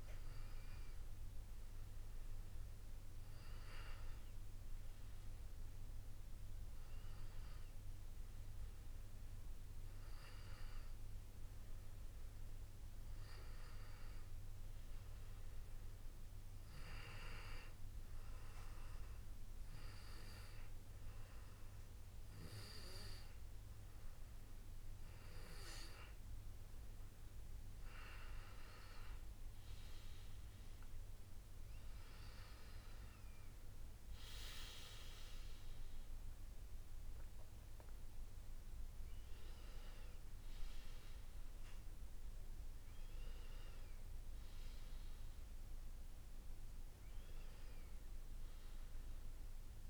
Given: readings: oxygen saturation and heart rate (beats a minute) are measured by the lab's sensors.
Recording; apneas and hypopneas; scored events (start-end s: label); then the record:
breathing in sleep by a room microphone; 1
17.00-29.00 s: hypopnea (oxygen 94% before, 92% lowest, heart rate 88 before, 84 extreme, up 7 after)
29.00-32.50 s: arousal
32.00-49.90 s: oxygen desaturation (device-marked, oxygen 95% before, 92% lowest, heart rate 86 before, 84 extreme)
From the record:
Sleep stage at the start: N2 (light sleep); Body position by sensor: on the back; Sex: male